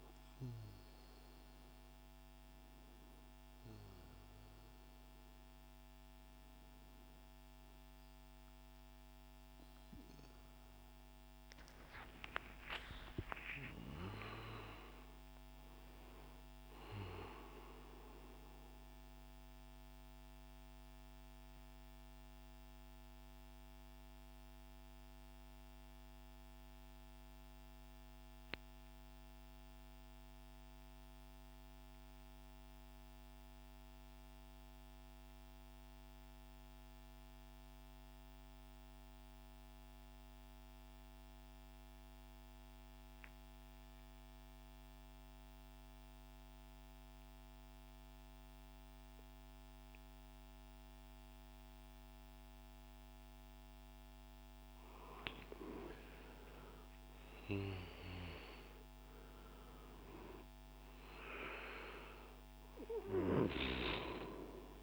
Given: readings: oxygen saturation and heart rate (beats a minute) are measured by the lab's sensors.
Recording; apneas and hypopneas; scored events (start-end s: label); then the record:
breathing in sleep by a microphone on the trachea; 1
0.00-18.00 s: oxygen desaturation (device-marked, oxygen 89% lowest, heart rate 57 extreme)
11.50-15.50 s: arousal
19.50-55.00 s: mixed apnea (oxygen 98% before, 89% lowest, heart rate 82 before, 57 extreme, up 6 after)
42.00-64.83 s: oxygen desaturation (device-marked, oxygen 99% before, 91% lowest, heart rate 61 before, 61 extreme)
From the record:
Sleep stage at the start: N2 (light sleep); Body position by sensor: on the right side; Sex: male